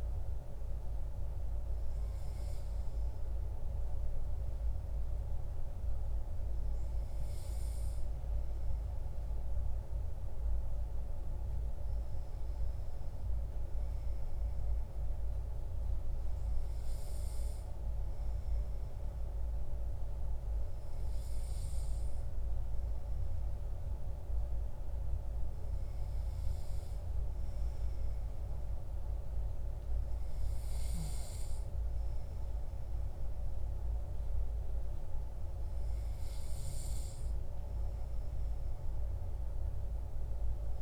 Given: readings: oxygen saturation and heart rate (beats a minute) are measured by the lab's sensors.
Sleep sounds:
breathing in sleep, hard to hear, by a room microphone; none
none scored
From the record:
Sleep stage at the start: N2 (light sleep); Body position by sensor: on the back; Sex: male

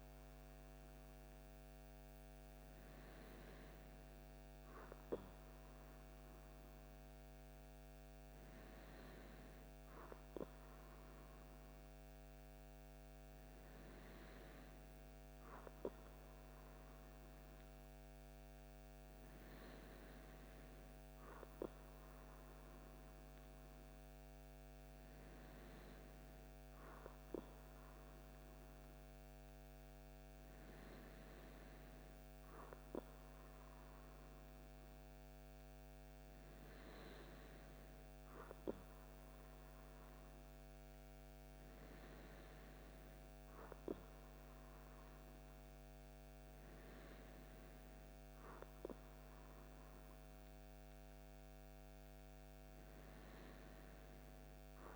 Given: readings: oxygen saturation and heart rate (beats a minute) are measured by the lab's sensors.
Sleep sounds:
breathing in sleep by a microphone on the trachea; none
none scored
From the record:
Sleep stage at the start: N2 (light sleep); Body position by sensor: on the back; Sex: male

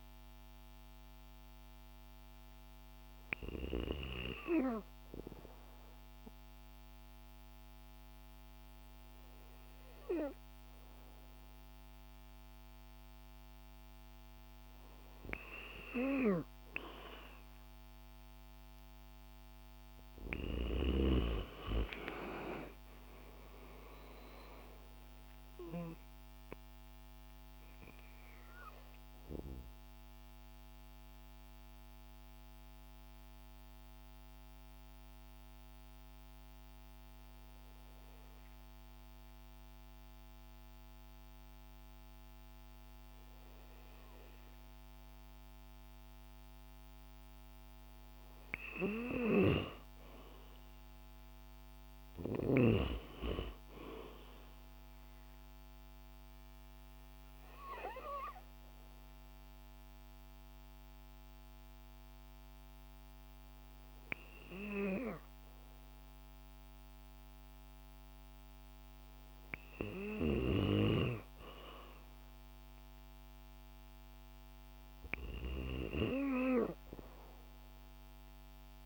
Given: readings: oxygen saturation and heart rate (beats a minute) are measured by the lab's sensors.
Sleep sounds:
breathing in sleep by a microphone on the trachea; 3
0.00-1.50 s: oxygen desaturation (device-marked, oxygen 92% lowest, heart rate 52 extreme)
1.50-15.00 s: hypopnea (oxygen 97% before, 92% lowest, heart rate 62 before, 50 extreme, up 11 after)
21.50-25.50 s: arousal
27.50-44.50 s: oxygen desaturation (device-marked, oxygen 96% before, 92% lowest, heart rate 59 before, 50 extreme)
28.50-49.00 s: mixed apnea (oxygen 96% before, 92% lowest, heart rate 59 before, 50 extreme, up 8 after)
48.50-52.00 s: snoring (device-marked)
50.00-53.00 s: arousal
51.50-70.50 s: oxygen desaturation (device-marked, oxygen 98% before, 93% lowest, heart rate 54 before, 53 extreme)
54.50-68.00 s: hypopnea (oxygen 98% before, 93% lowest, heart rate 55 before, 53 extreme, up 1 after)
71.50-75.50 s: arousal
From the record:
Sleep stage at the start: N2 (light sleep); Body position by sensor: on the back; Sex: female

